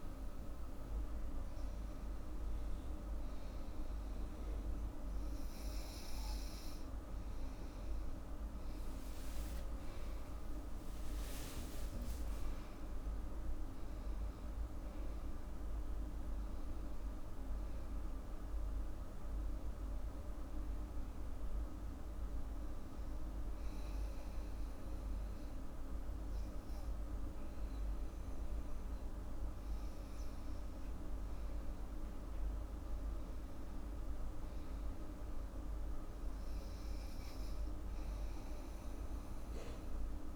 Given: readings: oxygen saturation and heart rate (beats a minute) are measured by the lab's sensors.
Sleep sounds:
breathing in sleep, hard to hear, by a room microphone; 1
9.50-14.00 s: arousal
12.00-14.00 s: long interval between heartbeats (device-marked, heart rate 89 before, 110 extreme)
21.50-32.50 s: hypopnea (oxygen 97% before, 91% lowest, heart rate 96 before, 79 extreme, up 11 after)
35.00-39.50 s: arousal
35.50-40.36 s: oxygen desaturation (device-marked, oxygen 99% before, 95% lowest, heart rate 89 before, 82 extreme)
From the record:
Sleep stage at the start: N2 (light sleep); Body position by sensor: on the back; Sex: female

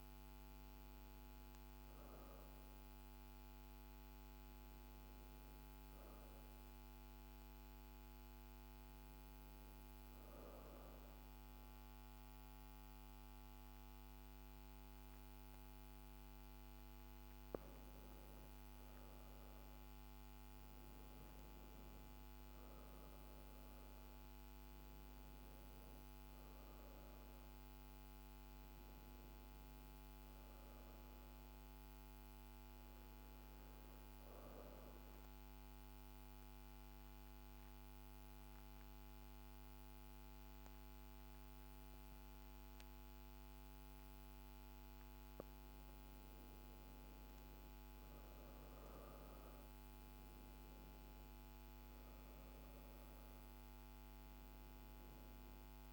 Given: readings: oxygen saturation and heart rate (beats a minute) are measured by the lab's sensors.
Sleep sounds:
breathing in sleep, hard to hear, by a microphone on the trachea; 1
24.50-29.00 s: arousal
24.50-40.50 s: oxygen desaturation (device-marked, oxygen 96% before, 90% lowest, heart rate 54 before, 53 extreme)
33.00-46.00 s: obstructive apnea (oxygen 96% before, 88% lowest, heart rate 55 before, 53 extreme, up 2 after)
48.00-52.00 s: arousal
49.50-55.93 s: oxygen desaturation (device-marked, oxygen 97% before, 88% lowest, heart rate 54 before, 51 extreme)
From the record:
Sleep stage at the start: N2 (light sleep); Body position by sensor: on the back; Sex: female

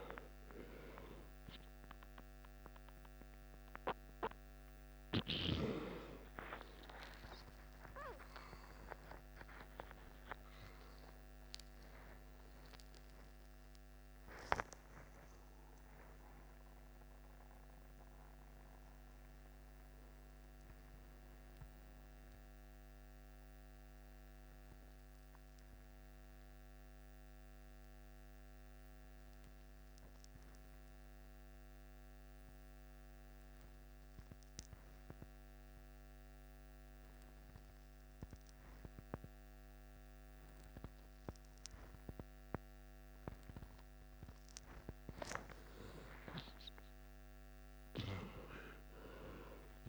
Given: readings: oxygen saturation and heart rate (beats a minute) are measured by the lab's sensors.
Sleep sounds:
a person partly awake in a sleep study, by a microphone on the trachea; 1
0.00-11.00 s: oxygen desaturation (device-marked, oxygen 90% lowest, heart rate 51 extreme)
20.00-49.88 s: new sleep stage, N2 (light sleep)
21.00-31.00 s: oxygen desaturation (device-marked, oxygen 92% before, 88% lowest, heart rate 67 before, 51 extreme)
23.00-44.50 s: obstructive apnea (oxygen 93% before, 90% lowest, heart rate 67 before, 51 extreme, up 13 after)
45.00-49.88 s: oxygen desaturation (device-marked, oxygen 98% before, 91% lowest, heart rate 53 before, 53 extreme)
46.00-49.88 s: arousal
From the record:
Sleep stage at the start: awake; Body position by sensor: on the back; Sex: male

